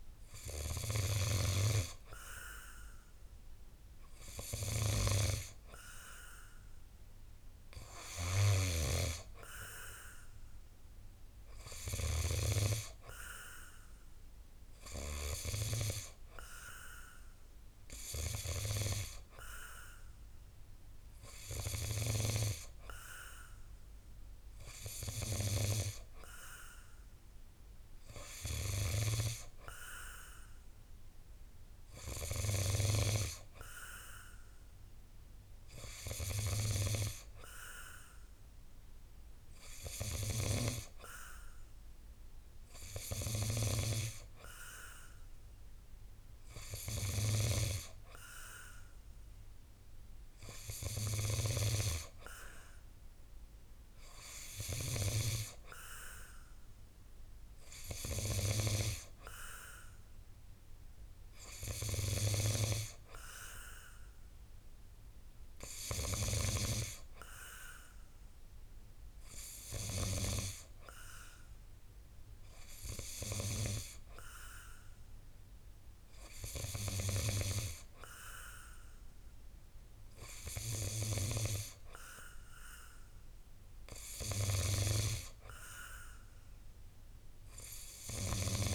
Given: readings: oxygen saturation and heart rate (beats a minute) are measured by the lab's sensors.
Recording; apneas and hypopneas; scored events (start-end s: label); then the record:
breathing in sleep by a room microphone; none
0.00-1.50 s: snoring (device-marked)
51.00-58.50 s: snoring (device-marked)
From the record:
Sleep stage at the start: N2 (light sleep); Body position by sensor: on the back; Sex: male